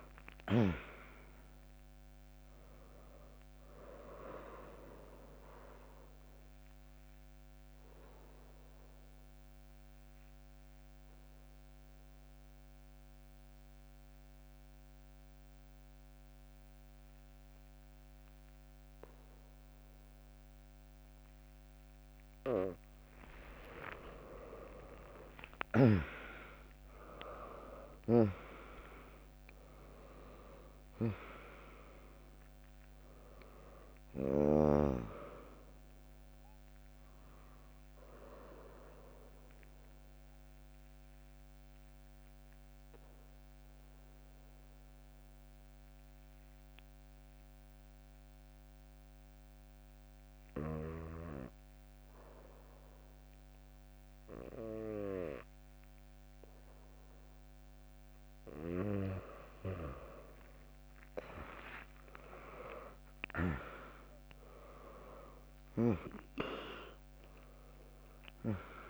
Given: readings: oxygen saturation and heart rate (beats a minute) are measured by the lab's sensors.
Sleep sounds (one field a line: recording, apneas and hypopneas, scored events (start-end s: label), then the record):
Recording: breathing in sleep by a microphone on the trachea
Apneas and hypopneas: 2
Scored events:
0.00-1.50 s: oxygen desaturation (device-marked, oxygen 96% lowest, heart rate 63 extreme)
0.00-2.50 s: drop in pulse transit time (device-marked, heart rate 68 extreme)
5.50-22.50 s: obstructive apnea (oxygen 100% before, 96% lowest, heart rate 82 before, 60 extreme)
23.50-28.00 s: arousal
28.50-41.50 s: drop in pulse transit time (device-marked, heart rate 73 before, 61 extreme)
31.50-51.50 s: oxygen desaturation (device-marked, oxygen 100% before, 96% lowest, heart rate 70 before, 59 extreme)
39.00-59.00 s: mixed apnea (oxygen 100% before, 96% lowest, heart rate 70 before, 59 extreme, up 7 after)
61.50-66.50 s: arousal
64.50-68.90 s: drop in pulse transit time (device-marked, heart rate 68 before, 63 extreme)
From the record:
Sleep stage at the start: N2 (light sleep)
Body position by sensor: on the back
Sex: female